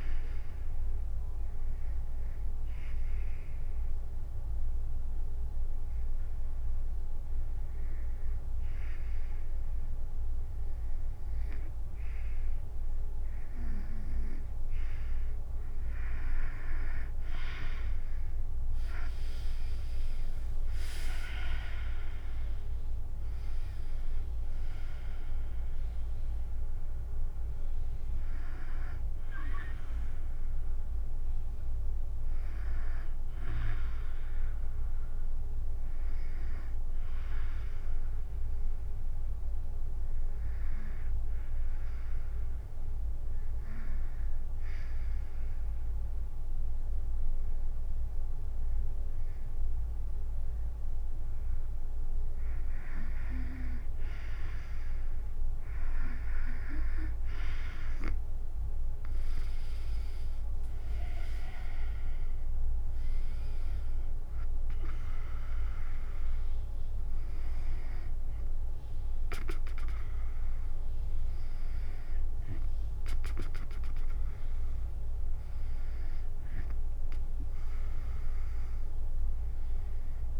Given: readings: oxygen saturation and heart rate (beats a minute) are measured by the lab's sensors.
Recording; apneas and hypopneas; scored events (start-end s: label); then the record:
breathing in sleep by a room microphone; 2
0.00-3.00 s: drop in pulse transit time (device-marked, heart rate 72 extreme)
0.50-14.00 s: obstructive apnea (oxygen 95% before, 85% lowest, heart rate 75 before, 60 extreme, up 25 after)
15.00-37.00 s: oxygen desaturation (device-marked, oxygen 93% before, 85% lowest, heart rate 68 before, 61 extreme)
19.50-23.50 s: arousal
20.00-32.00 s: drop in pulse transit time (device-marked, heart rate 66 before, 69 extreme)
38.00-51.50 s: obstructive apnea (oxygen 96% before, 88% lowest, heart rate 78 before, 61 extreme, up 11 after)
53.00-76.00 s: oxygen desaturation (device-marked, oxygen 97% before, 88% lowest, heart rate 71 before, 71 extreme)
60.00-64.50 s: arousal
60.00-71.00 s: drop in pulse transit time (device-marked, heart rate 69 before, 72 extreme)
From the record:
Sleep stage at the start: N2 (light sleep); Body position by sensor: on the back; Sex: female